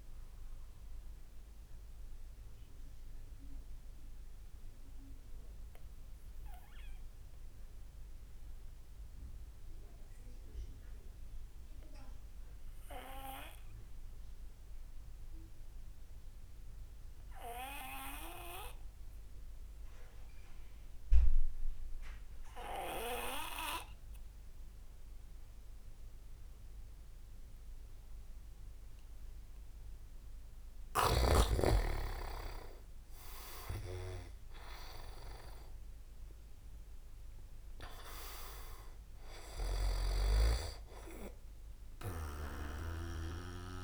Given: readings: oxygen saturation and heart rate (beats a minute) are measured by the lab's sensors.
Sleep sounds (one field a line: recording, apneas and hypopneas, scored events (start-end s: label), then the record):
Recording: breathing in sleep by a room microphone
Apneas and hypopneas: 1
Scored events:
3.00-29.50 s: obstructive apnea (oxygen 98% before, 91% lowest)
28.50-43.84 s: oxygen desaturation (device-marked, oxygen 98% before, 92% lowest)
31.00-35.00 s: arousal
42.50-43.84 s: snoring (device-marked)
From the record:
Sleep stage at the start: N2 (light sleep)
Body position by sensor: on the back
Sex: male